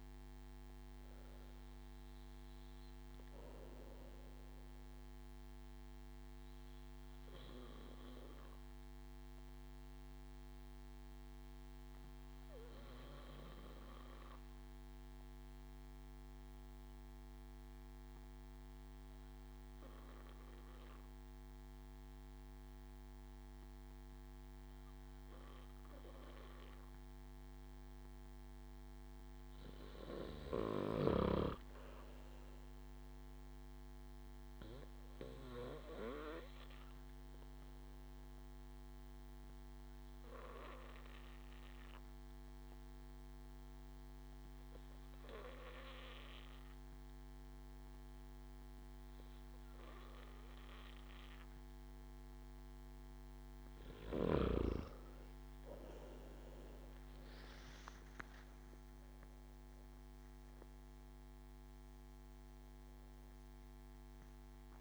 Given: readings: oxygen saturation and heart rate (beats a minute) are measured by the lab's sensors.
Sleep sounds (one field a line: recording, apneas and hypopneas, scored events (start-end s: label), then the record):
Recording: breathing in sleep by a microphone on the trachea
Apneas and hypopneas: 2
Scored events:
0.00-6.00 s: oxygen desaturation (device-marked, oxygen 93% lowest)
7.50-27.00 s: obstructive apnea (oxygen 97% before, 93% lowest)
28.50-31.50 s: arousal
37.50-53.50 s: obstructive apnea (oxygen 97% before, 93% lowest)
57.00-60.50 s: arousal
From the record:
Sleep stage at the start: N2 (light sleep)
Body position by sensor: on the back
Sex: male